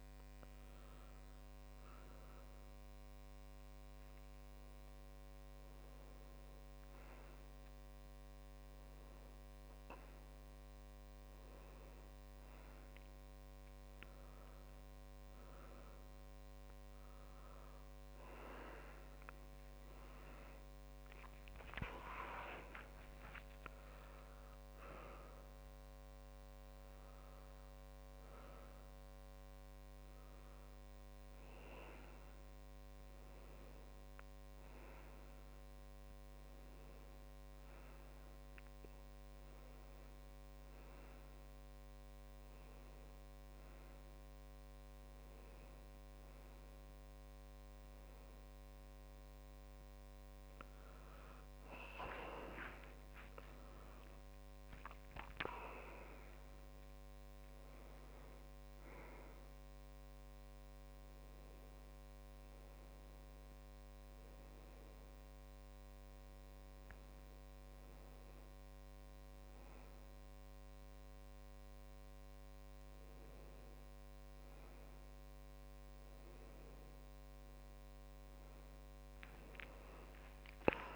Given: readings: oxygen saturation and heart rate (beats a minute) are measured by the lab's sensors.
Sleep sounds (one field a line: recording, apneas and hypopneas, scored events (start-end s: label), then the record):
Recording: a person awake in a sleep study, by a microphone on the trachea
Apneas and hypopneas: none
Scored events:
53.00-55.00 s: long interval between heartbeats (device-marked)
From the record:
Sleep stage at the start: awake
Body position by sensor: on the left side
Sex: male